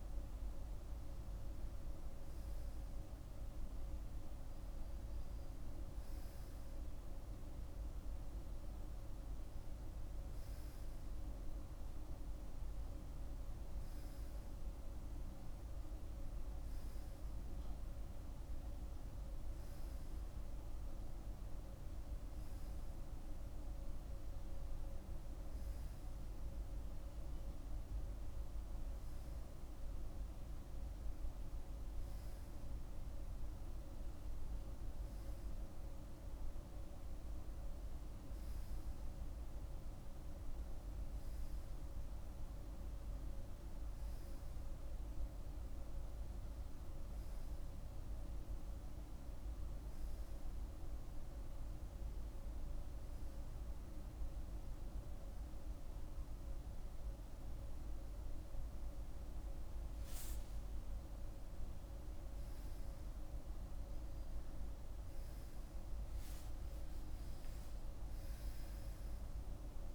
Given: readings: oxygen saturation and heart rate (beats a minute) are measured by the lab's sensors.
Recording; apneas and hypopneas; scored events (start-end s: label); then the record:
breathing in sleep, hard to hear, by a room microphone; none
none scored
From the record:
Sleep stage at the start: REM sleep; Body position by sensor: on the right side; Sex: male